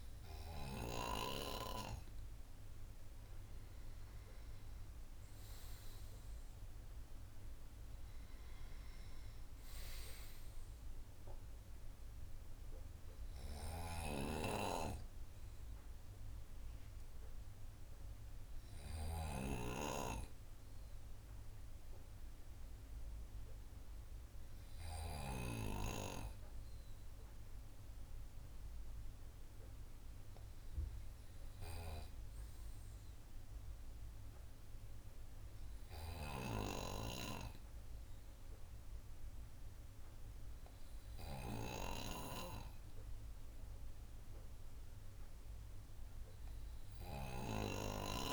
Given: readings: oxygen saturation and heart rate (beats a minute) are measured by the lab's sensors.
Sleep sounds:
breathing in sleep by a room microphone; none
none scored
From the record:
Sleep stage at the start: N2 (light sleep); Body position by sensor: on the right side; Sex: male

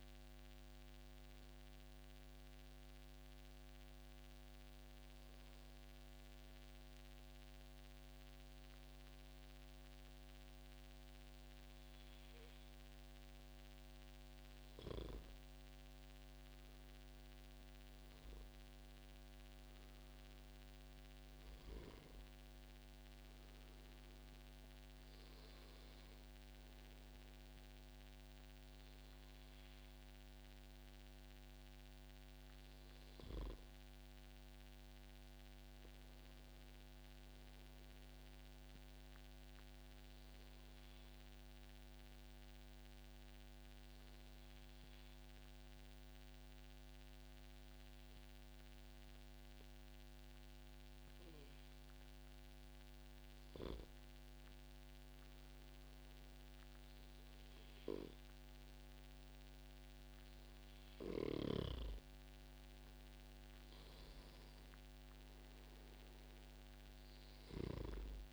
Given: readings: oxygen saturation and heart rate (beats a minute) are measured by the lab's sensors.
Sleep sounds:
breathing in sleep, hard to hear, by a microphone on the trachea; 1
36.00-52.00 s: obstructive apnea (oxygen 97% before, 92% lowest, heart rate 144 before, 106 extreme, up 0 after)
54.00-57.50 s: arousal
56.00-58.00 s: long interval between heartbeats (device-marked, heart rate 145 before, 134 extreme)
58.50-60.50 s: long interval between heartbeats (device-marked, heart rate 144 before, 114 extreme)
From the record:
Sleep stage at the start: N2 (light sleep); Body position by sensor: on the back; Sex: male

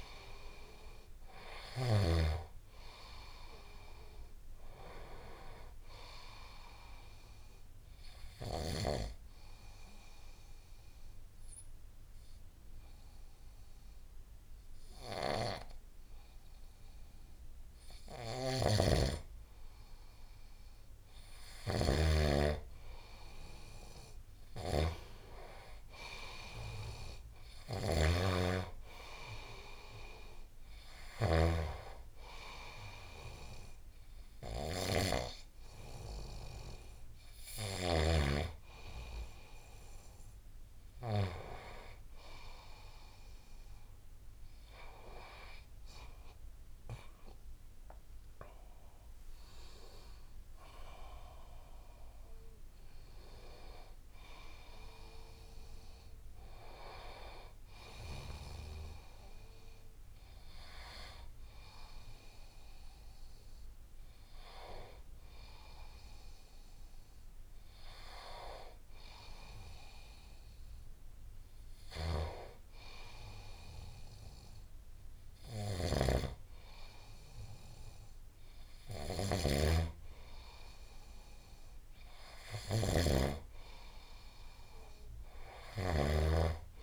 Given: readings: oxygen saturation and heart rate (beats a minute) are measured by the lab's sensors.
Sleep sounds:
breathing in sleep by a room microphone; 1
0.00-2.00 s: snoring (device-marked)
8.50-20.00 s: obstructive apnea (oxygen 96% before, 93% lowest, heart rate 76 before, 71 extreme, up 8 after)
18.00-38.00 s: snoring (device-marked)
21.50-25.50 s: arousal
28.00-41.00 s: oxygen desaturation (device-marked, oxygen 96% before, 93% lowest, heart rate 73 before, 71 extreme)
45.00-48.50 s: arousal
71.50-86.00 s: snoring (device-marked)
85.00-86.83 s: new sleep stage, N2 (light sleep)
From the record:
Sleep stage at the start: N1 (lightest sleep); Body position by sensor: on the right side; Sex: male

